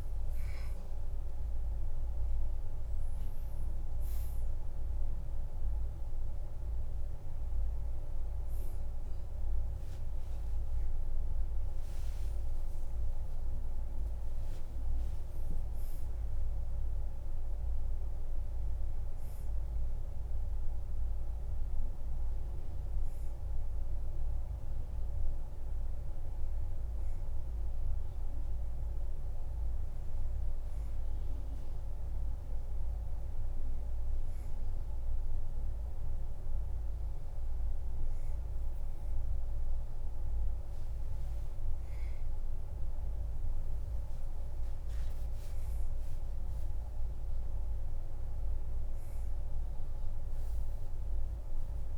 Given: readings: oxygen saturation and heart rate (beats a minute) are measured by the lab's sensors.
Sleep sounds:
a person awake in a sleep study, hard to hear, by a room microphone; none
12.00-14.00 s: long interval between heartbeats (device-marked, heart rate 57 before, 61 extreme)
41.00-43.00 s: long interval between heartbeats (device-marked, heart rate 54 before, 73 extreme)
45.00-47.00 s: long interval between heartbeats (device-marked, heart rate 58 before, 87 extreme)
From the record:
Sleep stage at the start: awake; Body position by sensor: on the back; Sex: male

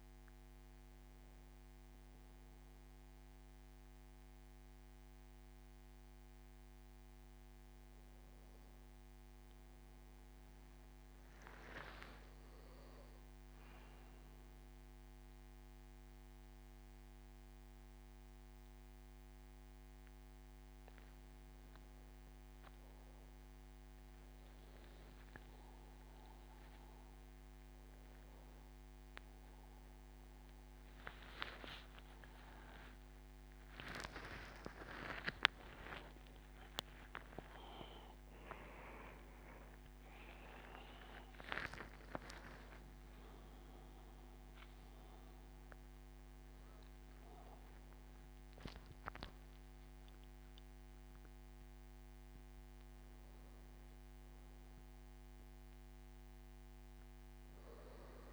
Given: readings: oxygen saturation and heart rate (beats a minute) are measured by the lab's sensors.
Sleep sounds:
a person awake in a sleep study, by a microphone on the trachea; none
0.00-8.00 s: oxygen desaturation (device-marked, oxygen 91% lowest, heart rate 70 extreme)
32.00-41.00 s: tachycardia (device-marked, heart rate 81 before, 128 extreme)
36.00-38.00 s: long interval between heartbeats (device-marked, heart rate 85 before, 121 extreme)
From the record:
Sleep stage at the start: awake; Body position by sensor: on the back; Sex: male

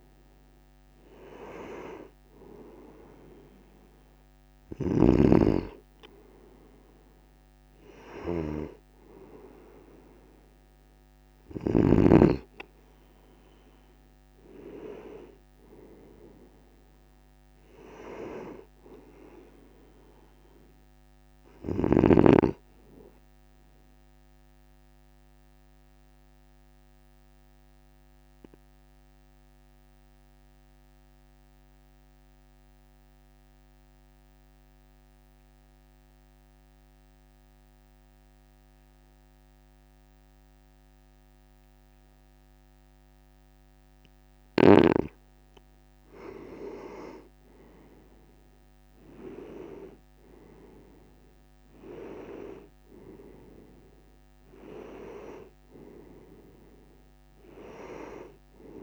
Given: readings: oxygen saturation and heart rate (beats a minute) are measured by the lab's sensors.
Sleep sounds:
breathing in sleep by a microphone on the trachea; 1
16.50-21.00 s: arousal
24.50-44.50 s: obstructive apnea (oxygen 97% before, 94% lowest, heart rate 57 before, 52 extreme, up 6 after)
47.50-51.00 s: arousal
From the record:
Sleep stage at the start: N2 (light sleep); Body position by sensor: on the right side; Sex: male

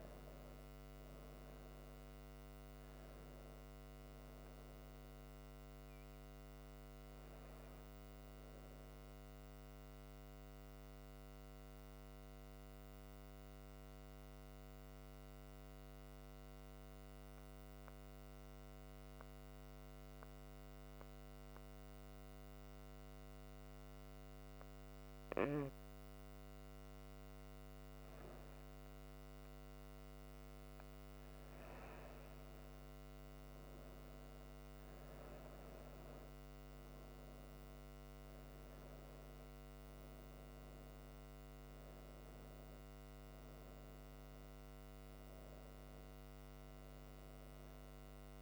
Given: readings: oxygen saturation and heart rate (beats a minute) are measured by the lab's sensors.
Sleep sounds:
breathing in sleep, hard to hear, by a microphone on the trachea; 1
0.00-3.00 s: arousal
9.50-27.50 s: mixed apnea (oxygen 98% before, 93% lowest)
25.50-48.42 s: oxygen desaturation (device-marked, oxygen 97% before, 93% lowest)
29.00-34.00 s: arousal
From the record:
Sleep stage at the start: N2 (light sleep); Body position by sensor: on the right side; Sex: female

